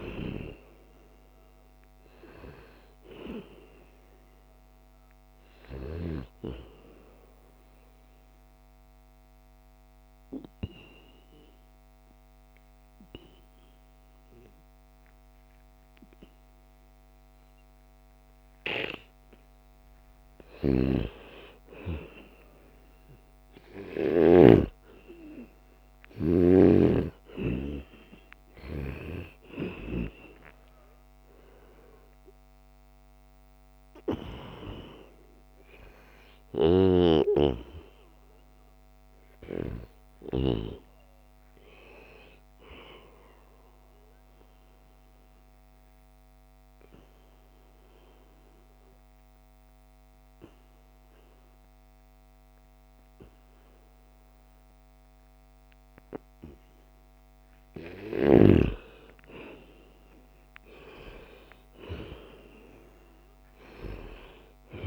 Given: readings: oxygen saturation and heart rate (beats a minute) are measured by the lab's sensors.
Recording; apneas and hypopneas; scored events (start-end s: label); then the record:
breathing in sleep by a microphone on the trachea; 2
7.00-20.00 s: obstructive apnea (oxygen 95% before, 91% lowest, heart rate 81 before, 76 extreme, up 0 after)
20.50-24.50 s: snoring (device-marked)
21.00-25.00 s: arousal
26.00-39.00 s: oxygen desaturation (device-marked, oxygen 95% before, 92% lowest, heart rate 79 before, 72 extreme)
43.50-57.00 s: obstructive apnea (oxygen 95% before, 89% lowest, heart rate 81 before, 72 extreme, up 11 after)
58.00-62.50 s: arousal
59.50-61.50 s: long interval between heartbeats (device-marked, heart rate 79 before, 82 extreme)
From the record:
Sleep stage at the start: N2 (light sleep); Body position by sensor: on the back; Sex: male